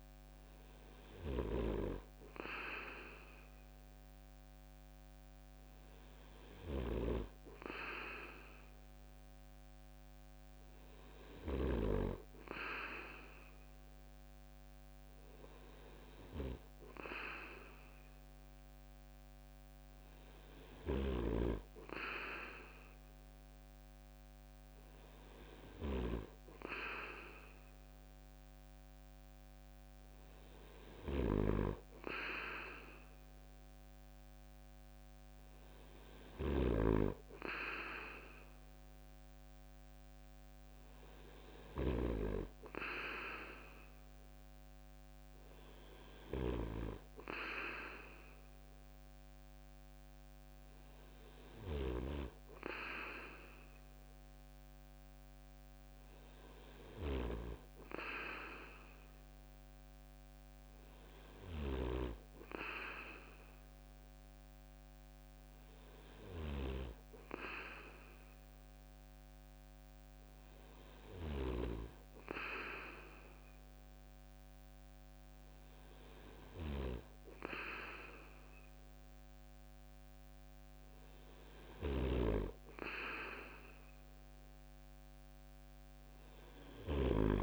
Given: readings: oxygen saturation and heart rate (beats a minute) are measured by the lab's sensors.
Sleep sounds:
breathing in sleep by a microphone on the trachea; none
0.00-11.00 s: snoring (device-marked)
20.00-25.50 s: snoring (device-marked)
35.50-41.50 s: snoring (device-marked)
81.00-86.50 s: snoring (device-marked)
From the record:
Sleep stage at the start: N2 (light sleep); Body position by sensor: on the right side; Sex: male

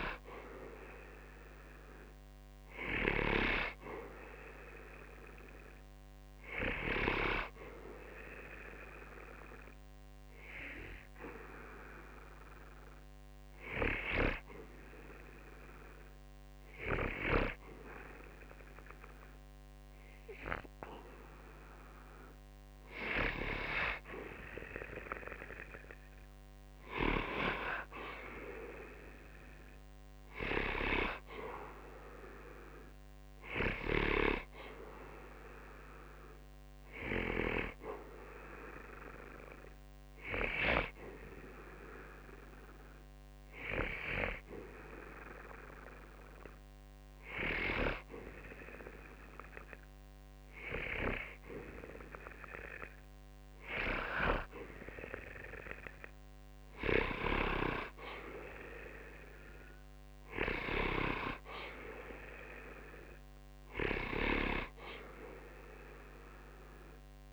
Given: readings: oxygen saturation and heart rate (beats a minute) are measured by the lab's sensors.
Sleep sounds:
breathing in sleep by a microphone on the trachea; 2
0.00-2.50 s: arousal
9.00-21.50 s: hypopnea (oxygen 94% before, 90% lowest, heart rate 68 before, 60 extreme, up 8 after)
24.00-26.50 s: arousal
28.00-51.00 s: oxygen desaturation (device-marked, oxygen 93% before, 90% lowest, heart rate 68 before, 60 extreme)
40.00-52.50 s: hypopnea (oxygen 93% before, 90% lowest, heart rate 68 before, 60 extreme, up 8 after)
56.00-59.50 s: arousal
From the record:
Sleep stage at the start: N2 (light sleep); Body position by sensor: on the back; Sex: male

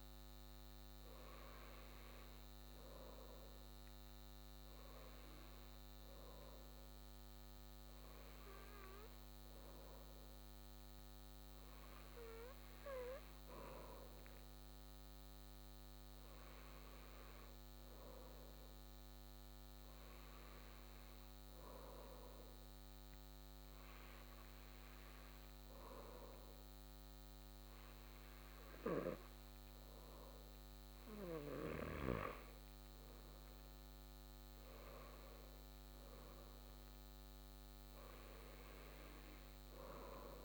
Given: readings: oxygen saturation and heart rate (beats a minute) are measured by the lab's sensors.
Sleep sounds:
breathing in sleep by a microphone on the trachea; 1
14.00-29.00 s: obstructive apnea (oxygen 95% before, 94% lowest, heart rate 94 before, 57 extreme)
31.00-35.00 s: arousal
From the record:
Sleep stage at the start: N2 (light sleep); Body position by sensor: on the back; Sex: male

